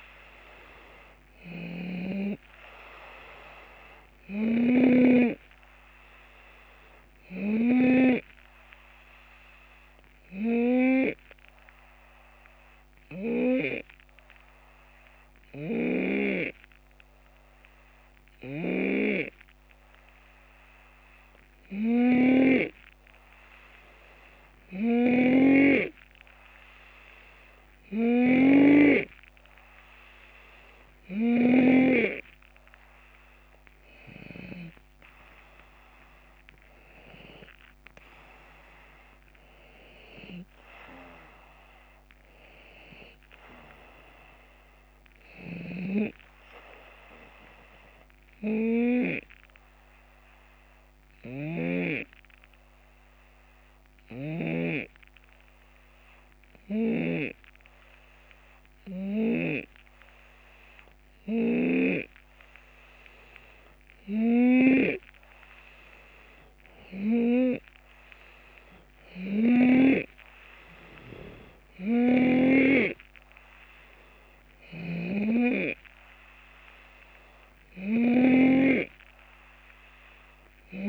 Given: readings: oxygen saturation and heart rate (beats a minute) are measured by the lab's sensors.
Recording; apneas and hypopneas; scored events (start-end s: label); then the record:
breathing in sleep by a microphone on the trachea; 2
0.00-8.00 s: snoring (device-marked)
0.00-11.50 s: drop in pulse transit time (device-marked, heart rate 78 extreme)
10.50-30.00 s: hypopnea (oxygen 92% before, 89% lowest, heart rate 78 before, 70 extreme, up 9 after)
15.50-19.00 s: snoring (device-marked)
25.00-34.50 s: snoring (device-marked)
34.00-38.00 s: arousal
37.50-50.50 s: drop in pulse transit time (device-marked, heart rate 74 before, 74 extreme)
45.00-54.50 s: snoring (device-marked)
50.00-64.50 s: hypopnea (oxygen 94% before, 90% lowest, heart rate 78 before, 70 extreme, up 4 after)
67.00-69.50 s: arousal
70.50-80.89 s: oxygen desaturation (device-marked, oxygen 94% before, 91% lowest, heart rate 71 before, 73 extreme)
72.50-80.89 s: drop in pulse transit time (device-marked, heart rate 71 before, 75 extreme)
74.50-80.89 s: snoring (device-marked)
From the record:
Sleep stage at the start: N2 (light sleep); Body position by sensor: on the left side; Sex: male